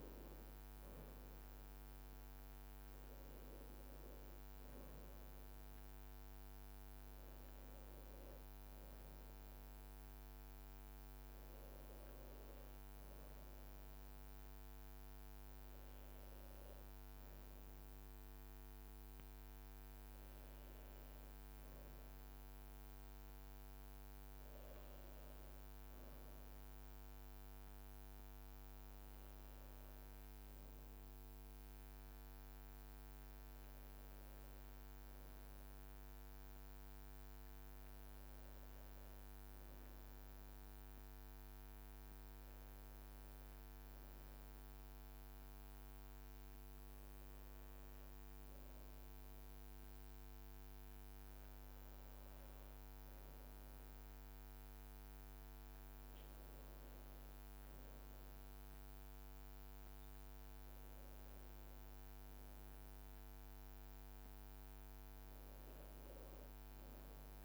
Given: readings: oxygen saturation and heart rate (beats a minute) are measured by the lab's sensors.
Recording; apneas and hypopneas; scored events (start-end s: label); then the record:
breathing in sleep, hard to hear, by a microphone on the trachea; 1
9.00-67.45 s: new sleep stage, REM sleep
21.00-34.00 s: oxygen desaturation (device-marked, oxygen 94% before, 90% lowest, heart rate 55 before, 53 extreme)
24.00-28.00 s: arousal
31.50-52.50 s: hypopnea (oxygen 95% before, 93% lowest, heart rate 55 before, 52 extreme, up 3 after)
55.00-59.50 s: arousal
From the record:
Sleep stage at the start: N2 (light sleep); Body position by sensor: on the back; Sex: male